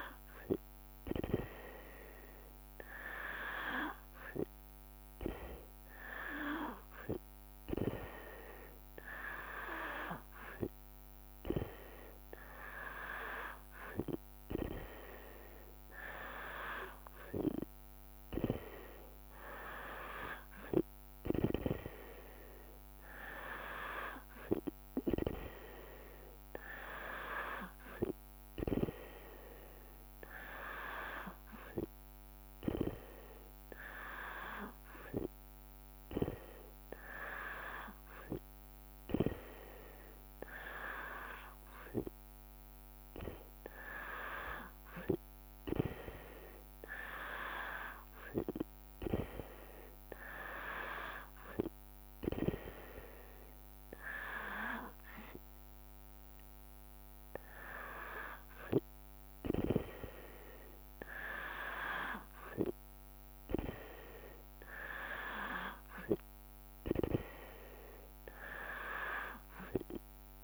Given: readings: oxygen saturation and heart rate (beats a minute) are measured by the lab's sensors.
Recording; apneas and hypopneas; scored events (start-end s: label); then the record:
breathing in sleep by a microphone on the trachea; none
none scored
From the record:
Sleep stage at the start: N2 (light sleep); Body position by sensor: on the back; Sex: female